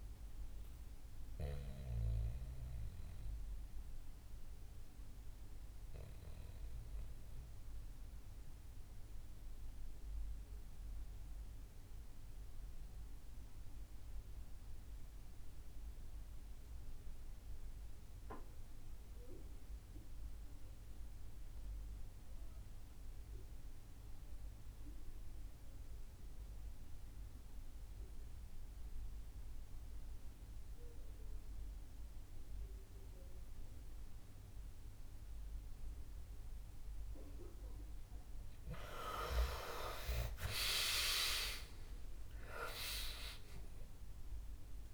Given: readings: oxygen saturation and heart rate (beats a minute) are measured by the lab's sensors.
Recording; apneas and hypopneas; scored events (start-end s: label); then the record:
breathing in sleep by a room microphone; 1
0.00-17.00 s: oxygen desaturation (device-marked, oxygen 92% lowest, heart rate 58 extreme)
0.50-37.50 s: obstructive apnea (oxygen 99% before, 84% lowest, heart rate 70 before, 56 extreme, up 17 after)
28.00-44.94 s: oxygen desaturation (device-marked, oxygen 97% before, 84% lowest, heart rate 62 before, 56 extreme)
38.50-43.00 s: arousal
From the record:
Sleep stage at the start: REM sleep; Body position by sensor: on the back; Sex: male